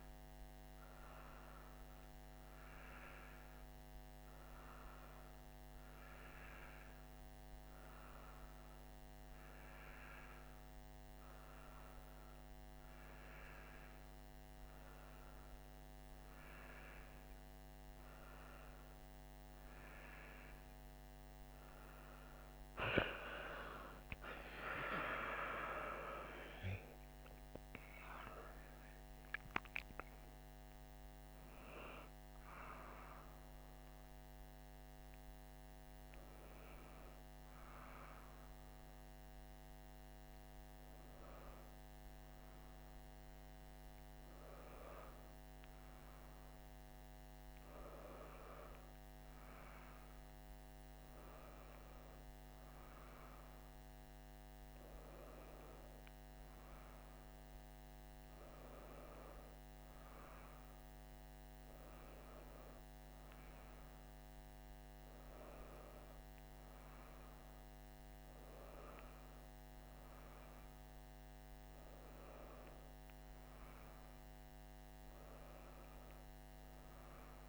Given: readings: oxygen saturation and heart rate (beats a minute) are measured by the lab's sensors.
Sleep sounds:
a person partly awake in a sleep study, by a microphone on the trachea; none
20.00-50.00 s: new sleep stage, awake
50.00-77.48 s: new sleep stage, N1 (lightest sleep)
From the record:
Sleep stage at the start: N1 (lightest sleep); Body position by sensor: on the right side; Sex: female

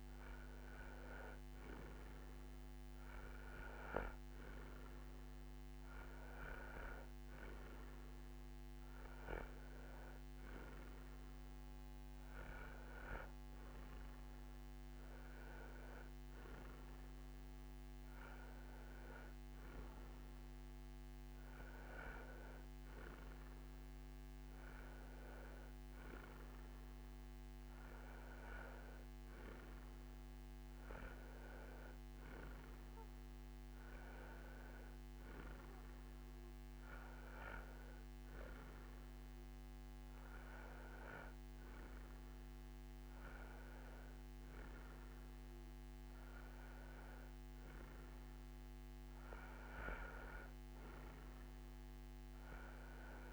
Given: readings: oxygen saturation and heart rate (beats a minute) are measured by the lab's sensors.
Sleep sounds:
breathing in sleep by a microphone on the trachea; none
0.00-8.00 s: oxygen desaturation (device-marked, oxygen 91% lowest, heart rate 60 extreme)
From the record:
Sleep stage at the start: N2 (light sleep); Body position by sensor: on the right side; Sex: male

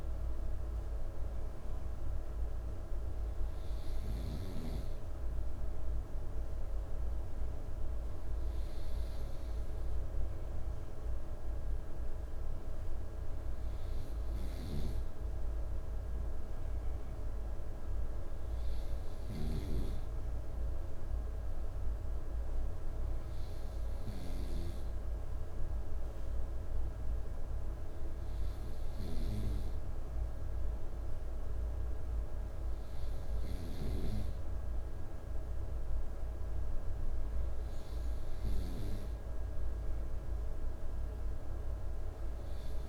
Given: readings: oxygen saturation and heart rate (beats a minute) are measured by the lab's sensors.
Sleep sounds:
breathing in sleep, hard to hear, by a room microphone; none
none scored
From the record:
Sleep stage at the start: N2 (light sleep); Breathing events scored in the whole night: 207 in 6.1 hours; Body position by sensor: on the right side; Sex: male

